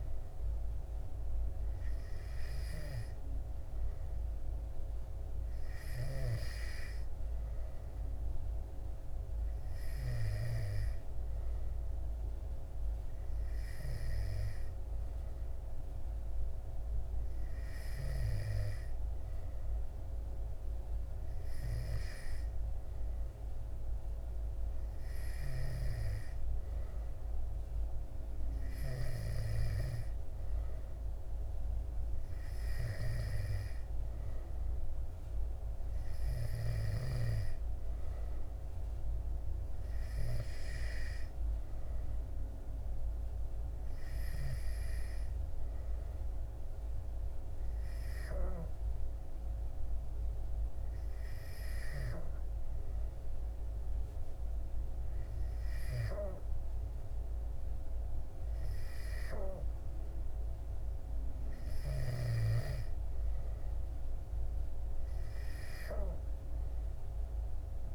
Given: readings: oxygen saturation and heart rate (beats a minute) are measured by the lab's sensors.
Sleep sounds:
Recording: breathing in sleep by a room microphone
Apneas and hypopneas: none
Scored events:
none scored
From the record:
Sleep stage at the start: N2 (light sleep)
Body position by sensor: on the back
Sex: male

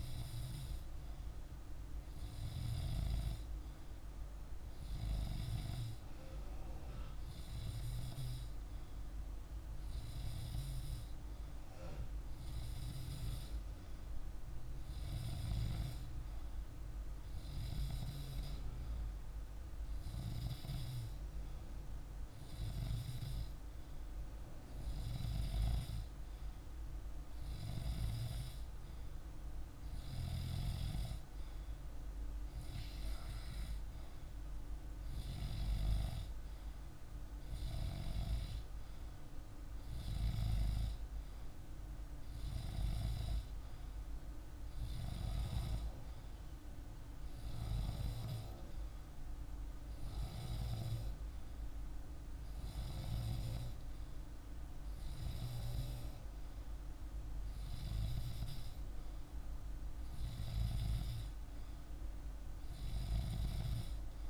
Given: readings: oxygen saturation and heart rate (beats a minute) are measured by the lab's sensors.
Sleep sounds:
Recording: breathing in sleep by a room microphone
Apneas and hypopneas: none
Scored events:
none scored
From the record:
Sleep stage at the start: N2 (light sleep)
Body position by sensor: on the back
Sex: male

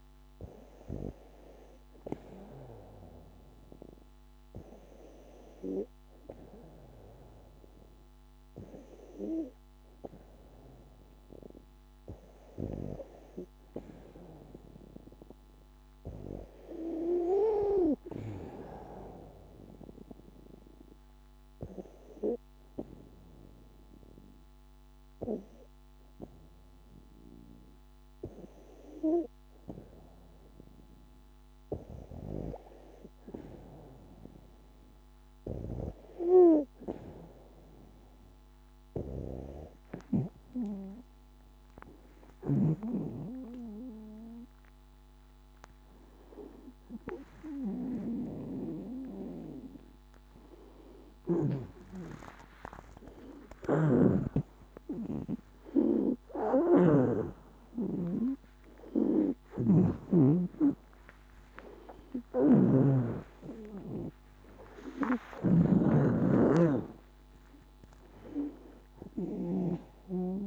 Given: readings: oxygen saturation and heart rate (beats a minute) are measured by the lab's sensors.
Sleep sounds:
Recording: a person partly awake in a sleep study, by a microphone on the trachea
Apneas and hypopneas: 1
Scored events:
9.50-14.50 s: arousal
19.00-32.00 s: obstructive apnea (oxygen 95% before, 92% lowest, heart rate 62 before, 59 extreme, up 3 after)
37.00-67.00 s: new sleep stage, awake
42.00-53.00 s: oxygen desaturation (device-marked, oxygen 96% before, 92% lowest)
53.50-60.00 s: snoring (device-marked)
62.00-69.50 s: snoring (device-marked)
67.00-70.47 s: new sleep stage, N2 (light sleep)
From the record:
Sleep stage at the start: N2 (light sleep)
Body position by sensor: on the back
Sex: female

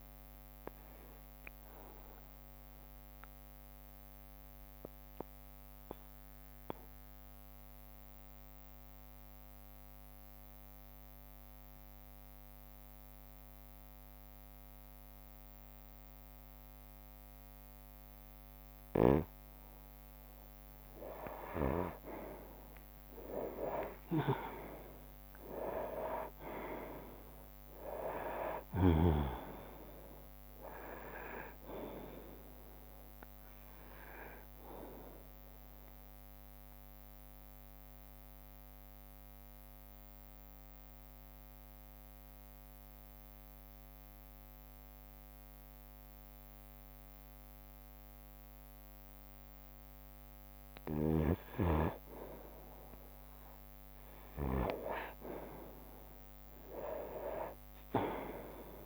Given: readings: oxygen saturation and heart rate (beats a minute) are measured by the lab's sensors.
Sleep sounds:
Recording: breathing in sleep by a microphone on the trachea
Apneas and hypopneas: 2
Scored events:
0.00-5.50 s: drop in pulse transit time (device-marked, heart rate 63 extreme)
0.00-17.50 s: oxygen desaturation (device-marked, oxygen 93% lowest, heart rate 53 extreme)
1.50-19.00 s: obstructive apnea (oxygen 98% before, 92% lowest, heart rate 64 before, 53 extreme, up 13 after)
14.50-21.50 s: bradycardia (device-marked, heart rate 68 before, 53 extreme)
22.50-26.50 s: arousal
23.50-37.50 s: drop in pulse transit time (device-marked, heart rate 59 before, 56 extreme)
33.00-35.00 s: long interval between heartbeats (device-marked, heart rate 61 before, 73 extreme)
35.00-50.00 s: obstructive apnea (oxygen 98% before, 92% lowest, heart rate 62 before, 57 extreme, up 5 after)
36.50-38.50 s: bradycardia (device-marked, heart rate 68 before, 63 extreme)
55.50-58.86 s: drop in pulse transit time (device-marked, heart rate 61 before, 63 extreme)
56.00-58.86 s: arousal
From the record:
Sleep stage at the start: N2 (light sleep)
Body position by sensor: on the right side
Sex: male

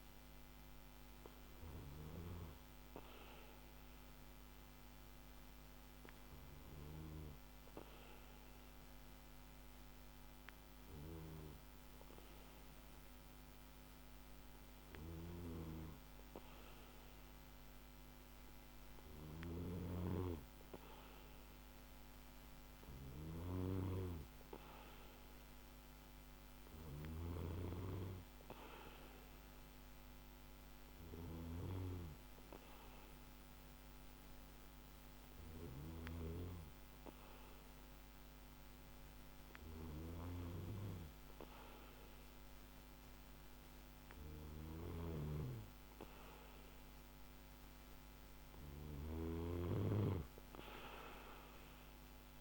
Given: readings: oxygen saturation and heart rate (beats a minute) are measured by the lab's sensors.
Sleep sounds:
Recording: a person awake in a sleep study, by a microphone on the trachea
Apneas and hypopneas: none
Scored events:
none scored
From the record:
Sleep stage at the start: awake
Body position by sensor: on the back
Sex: male

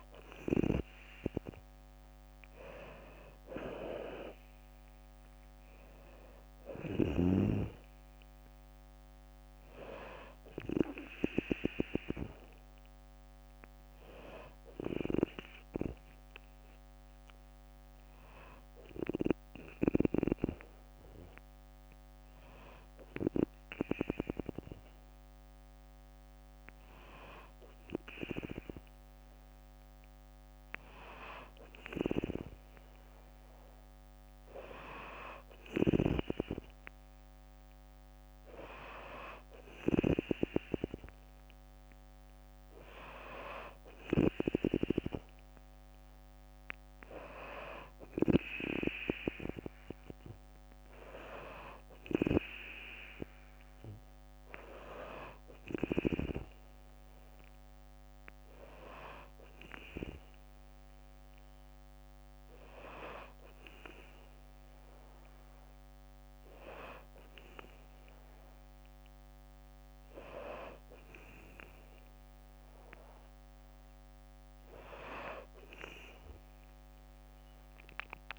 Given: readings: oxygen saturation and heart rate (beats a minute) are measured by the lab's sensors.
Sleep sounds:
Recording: breathing in sleep by a microphone on the trachea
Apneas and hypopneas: none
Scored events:
1.50-14.50 s: drop in pulse transit time (device-marked, heart rate 63 before, 61 extreme)
2.50-6.00 s: arousal
From the record:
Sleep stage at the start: N2 (light sleep)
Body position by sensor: on the back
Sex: female

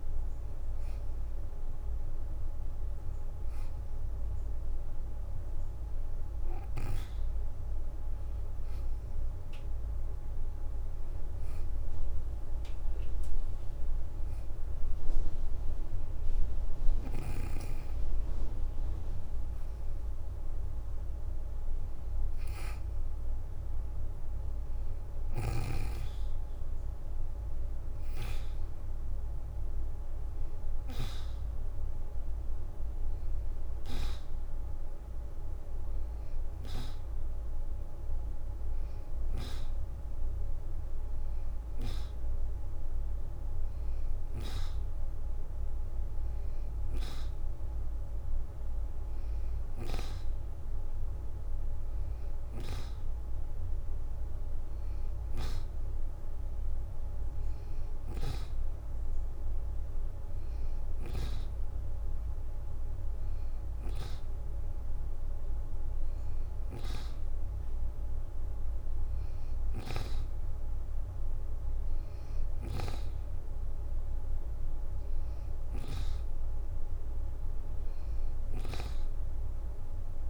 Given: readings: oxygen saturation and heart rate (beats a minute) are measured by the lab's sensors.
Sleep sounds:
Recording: breathing in sleep by a room microphone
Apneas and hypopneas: none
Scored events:
11.50-13.50 s: leg movement (device-marked)
17.50-20.50 s: leg movement (device-marked)
25.00-26.50 s: leg movement (device-marked)
26.50-27.50 s: leg movement (device-marked)
30.50-31.00 s: leg movement (device-marked)
32.00-39.00 s: leg movement (device-marked)
64.50-68.50 s: leg movement (device-marked)
69.00-71.50 s: leg movement (device-marked)
73.50-75.50 s: leg movement (device-marked)
From the record:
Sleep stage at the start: N2 (light sleep)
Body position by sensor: on the back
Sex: female

